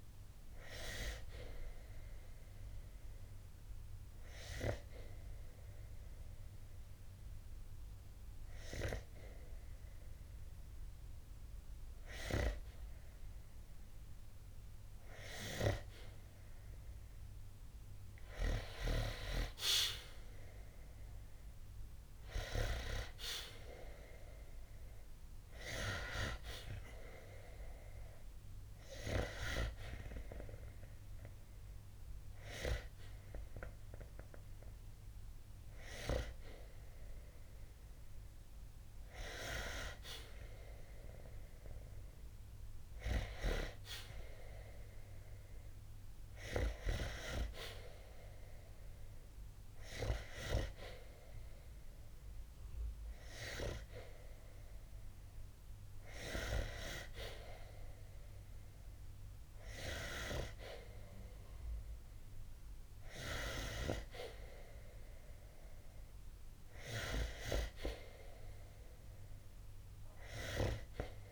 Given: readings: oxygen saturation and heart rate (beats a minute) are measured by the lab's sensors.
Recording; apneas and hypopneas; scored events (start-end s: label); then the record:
breathing in sleep by a room microphone; 1
0.00-8.50 s: oxygen desaturation (device-marked, oxygen 91% lowest, heart rate 60 extreme)
1.50-12.50 s: hypopnea (oxygen 95% before, 91% lowest, heart rate 69 before, 60 extreme, up 6 after)
17.50-21.00 s: arousal
20.50-39.50 s: oxygen desaturation (device-marked, oxygen 95% before, 91% lowest, heart rate 69 before, 60 extreme)
From the record:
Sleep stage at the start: N2 (light sleep); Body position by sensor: on the back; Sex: male